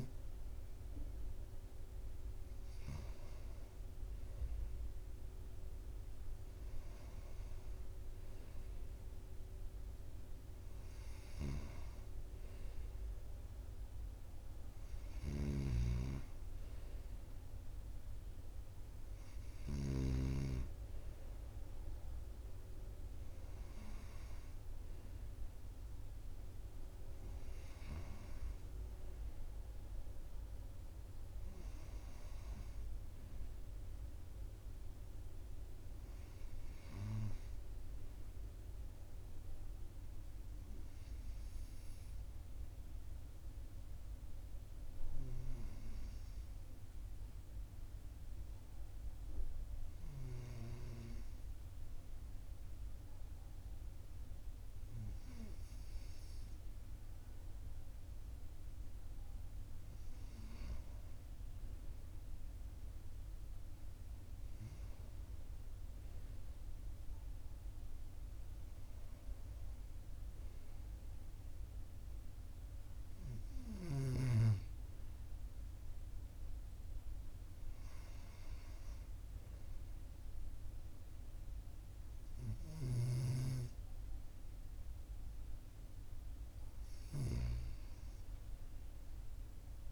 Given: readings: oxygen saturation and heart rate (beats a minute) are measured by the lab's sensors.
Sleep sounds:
breathing in sleep by a room microphone; none
15.00-20.00 s: snoring (device-marked)
From the record:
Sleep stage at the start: N2 (light sleep); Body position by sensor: on the right side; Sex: male

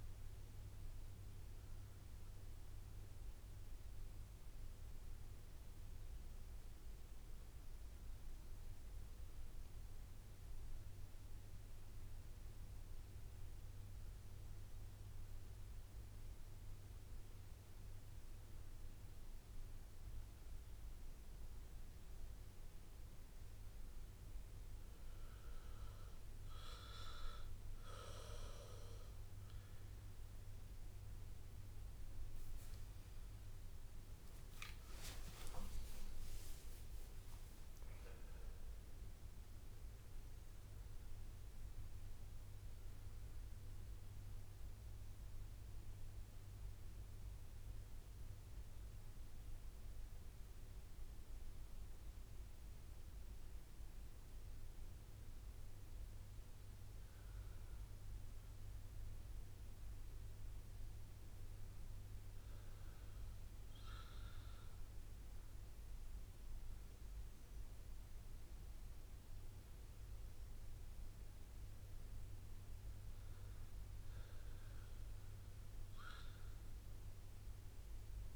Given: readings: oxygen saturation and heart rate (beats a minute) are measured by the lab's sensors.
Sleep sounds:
breathing in sleep, hard to hear, by a room microphone; none
35.00-39.00 s: arousal
40.50-78.36 s: new sleep stage, N2 (light sleep)
From the record:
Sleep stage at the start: N1 (lightest sleep); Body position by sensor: on the back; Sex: male

